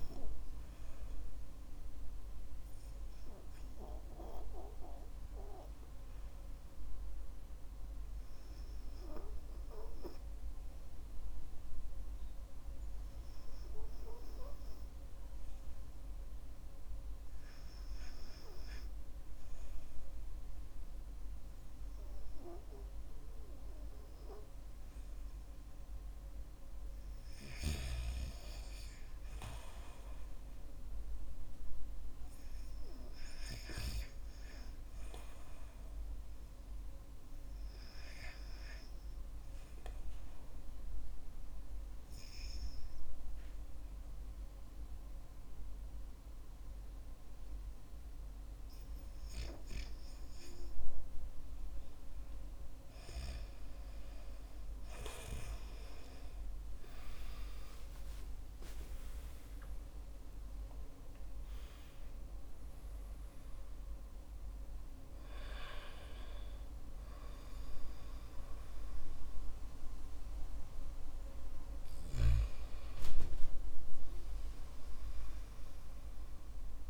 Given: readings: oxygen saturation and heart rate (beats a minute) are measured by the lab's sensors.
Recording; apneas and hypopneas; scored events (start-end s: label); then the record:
breathing in sleep by a room microphone; 1
43.00-53.00 s: mixed apnea (oxygen 98% before, 92% lowest, heart rate 53 before, 55 extreme, up 10 after)
46.00-76.90 s: oxygen desaturation (device-marked, oxygen 97% before, 92% lowest, heart rate 54 before, 49 extreme)
55.50-60.00 s: arousal
From the record:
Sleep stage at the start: REM sleep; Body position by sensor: on the back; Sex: male